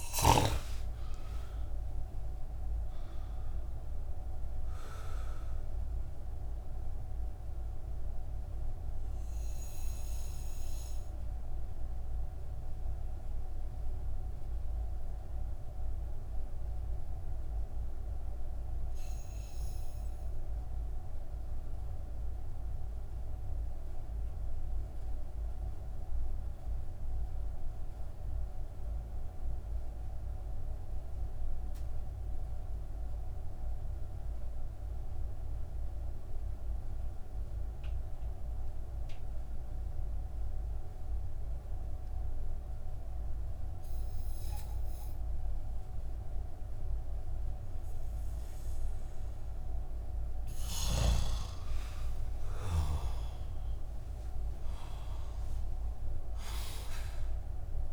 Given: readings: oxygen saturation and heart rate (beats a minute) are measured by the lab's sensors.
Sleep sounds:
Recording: breathing in sleep, hard to hear, by a room microphone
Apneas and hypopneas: 1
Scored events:
0.00-4.50 s: oxygen desaturation (device-marked, oxygen 92% lowest)
3.50-48.50 s: mixed apnea (oxygen 98% before, 89% lowest)
12.50-25.50 s: oxygen desaturation (device-marked, oxygen 93% before, 89% lowest)
47.50-57.93 s: oxygen desaturation (device-marked, oxygen 97% before, 90% lowest)
50.50-55.00 s: arousal
From the record:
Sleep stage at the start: N2 (light sleep)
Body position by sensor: on the back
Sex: male

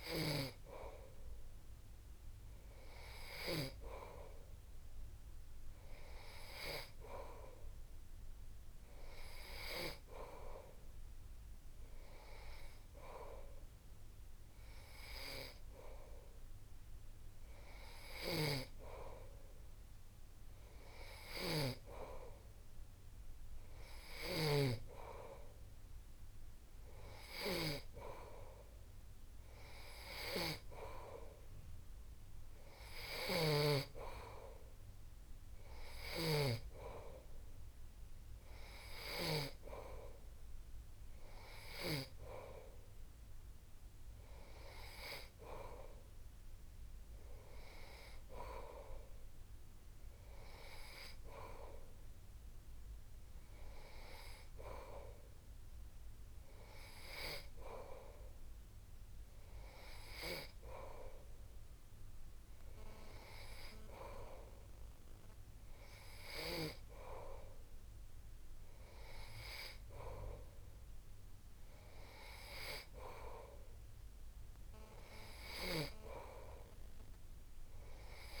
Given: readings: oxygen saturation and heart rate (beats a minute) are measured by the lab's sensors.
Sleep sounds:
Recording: breathing in sleep by a room microphone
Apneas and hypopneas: none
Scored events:
33.00-36.50 s: snoring (device-marked)
From the record:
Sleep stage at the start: N3 (deep sleep)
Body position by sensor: on the back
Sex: male

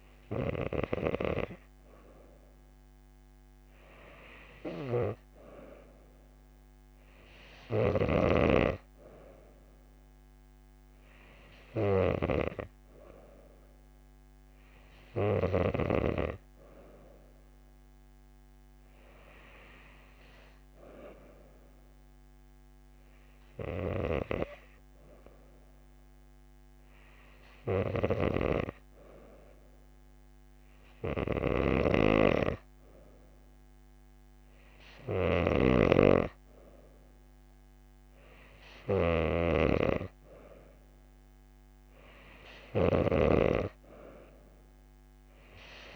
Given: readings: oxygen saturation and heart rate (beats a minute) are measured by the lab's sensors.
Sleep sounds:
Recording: breathing in sleep by a microphone on the trachea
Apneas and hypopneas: none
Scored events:
none scored
From the record:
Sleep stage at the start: N2 (light sleep)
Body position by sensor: on the back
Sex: female

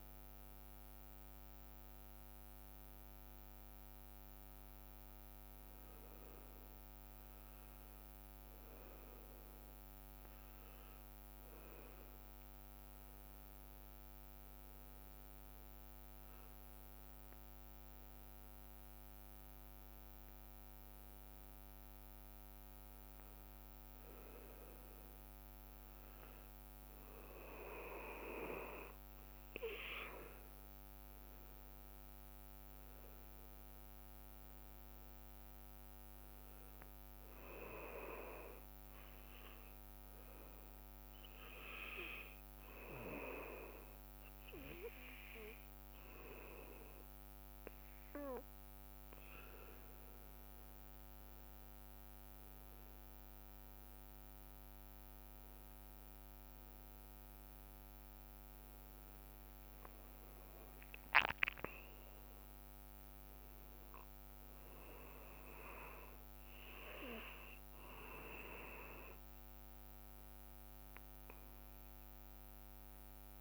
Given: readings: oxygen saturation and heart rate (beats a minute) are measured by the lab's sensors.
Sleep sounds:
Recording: breathing in sleep by a microphone on the trachea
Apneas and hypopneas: 1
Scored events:
3.00-5.00 s: long interval between heartbeats (device-marked)
5.00-7.00 s: long interval between heartbeats (device-marked)
14.00-16.00 s: long interval between heartbeats (device-marked)
18.00-20.00 s: long interval between heartbeats (device-marked)
25.00-27.00 s: long interval between heartbeats (device-marked)
32.00-35.50 s: arousal
39.00-50.00 s: hypopnea (oxygen 99% before, 95% lowest)
40.50-42.50 s: long interval between heartbeats (device-marked)
52.00-54.00 s: long interval between heartbeats (device-marked)
55.00-60.00 s: arousal
57.00-59.00 s: long interval between heartbeats (device-marked)
60.00-62.00 s: long interval between heartbeats (device-marked)
64.50-66.50 s: long interval between heartbeats (device-marked)
68.00-70.00 s: long interval between heartbeats (device-marked)
70.00-72.00 s: long interval between heartbeats (device-marked, heart rate 30 before, 41 extreme)
From the record:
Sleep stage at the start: N2 (light sleep)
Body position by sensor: on the back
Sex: male

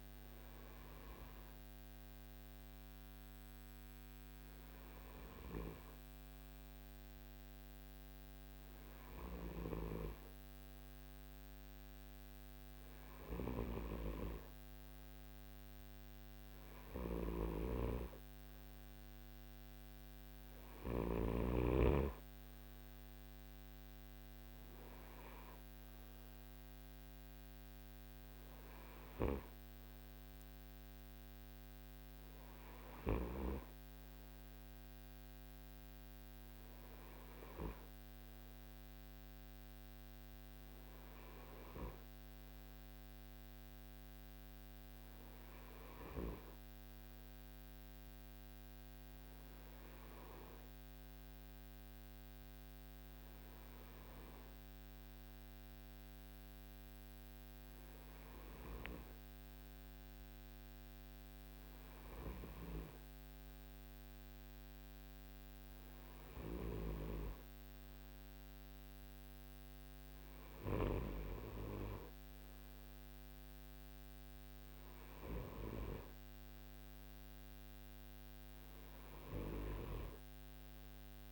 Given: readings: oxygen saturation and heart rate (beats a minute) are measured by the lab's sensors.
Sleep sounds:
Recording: breathing in sleep by a microphone on the trachea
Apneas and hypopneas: none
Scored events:
none scored
From the record:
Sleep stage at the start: N2 (light sleep)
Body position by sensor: on the right side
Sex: male

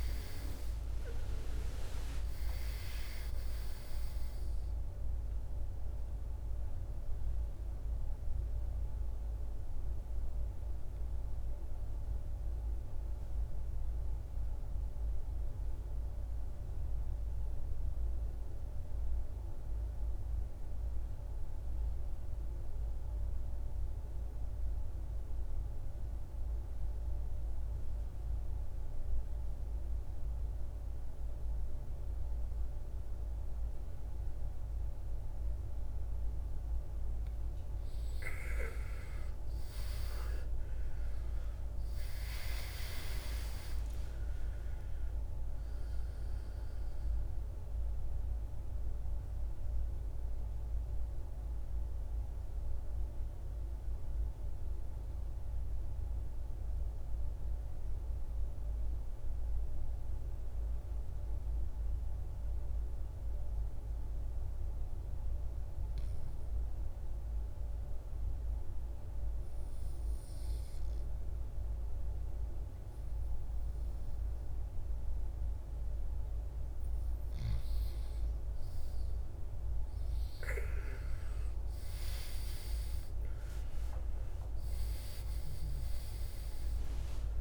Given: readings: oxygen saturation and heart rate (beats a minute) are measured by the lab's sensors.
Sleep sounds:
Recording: breathing in sleep by a room microphone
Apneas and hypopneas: 2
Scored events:
0.00-21.50 s: oxygen desaturation (device-marked, oxygen 84% lowest, heart rate 52 extreme)
8.00-36.50 s: mixed apnea (oxygen 99% before, 78% lowest, heart rate 64 before, 52 extreme, up 18 after)
33.50-61.50 s: oxygen desaturation (device-marked, oxygen 98% before, 78% lowest, heart rate 54 before, 52 extreme)
38.50-42.50 s: arousal
50.50-77.00 s: mixed apnea (oxygen 98% before, 78% lowest, heart rate 66 before, 51 extreme, up 16 after)
79.00-82.50 s: arousal
79.50-87.41 s: oxygen desaturation (device-marked, oxygen 98% before, 84% lowest, heart rate 58 before, 51 extreme)
From the record:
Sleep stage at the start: N2 (light sleep)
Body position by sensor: on the back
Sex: male

